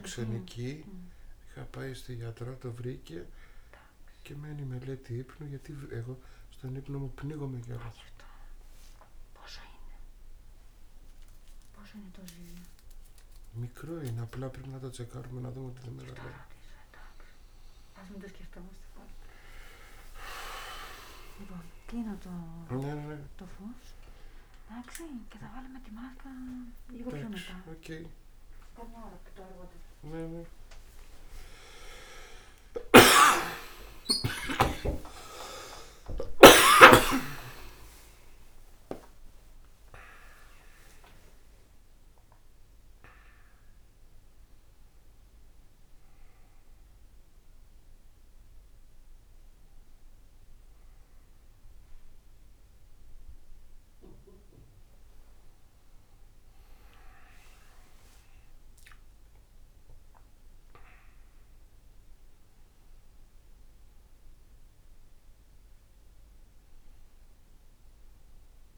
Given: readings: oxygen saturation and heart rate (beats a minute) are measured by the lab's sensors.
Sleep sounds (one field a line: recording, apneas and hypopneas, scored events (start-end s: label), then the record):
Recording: a person awake in a sleep study, by a room microphone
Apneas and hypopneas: none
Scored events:
22.00-36.50 s: snoring (device-marked)
From the record:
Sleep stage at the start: awake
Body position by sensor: on the back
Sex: male